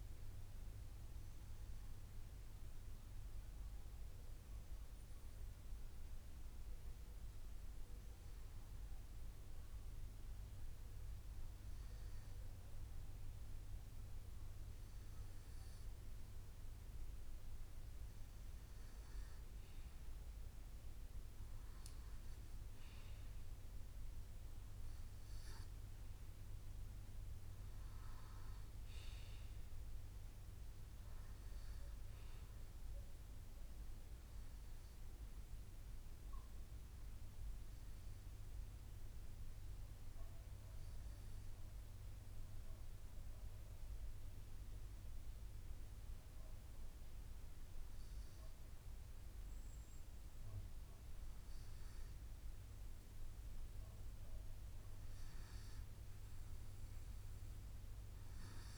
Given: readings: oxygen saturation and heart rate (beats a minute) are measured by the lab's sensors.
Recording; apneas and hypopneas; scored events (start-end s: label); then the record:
breathing in sleep, hard to hear, by a room microphone; 2
0.00-58.50 s: bradycardia (device-marked, heart rate 50 extreme)
1.00-15.00 s: hypopnea (oxygen 95% before, 93% lowest, heart rate 58 before, 50 extreme, up 1 after)
16.50-20.50 s: arousal
36.00-52.00 s: hypopnea (oxygen 96% before, 93% lowest, heart rate 54 before, 50 extreme, up 0 after)
From the record:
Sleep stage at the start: N2 (light sleep); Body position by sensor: on the left side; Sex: male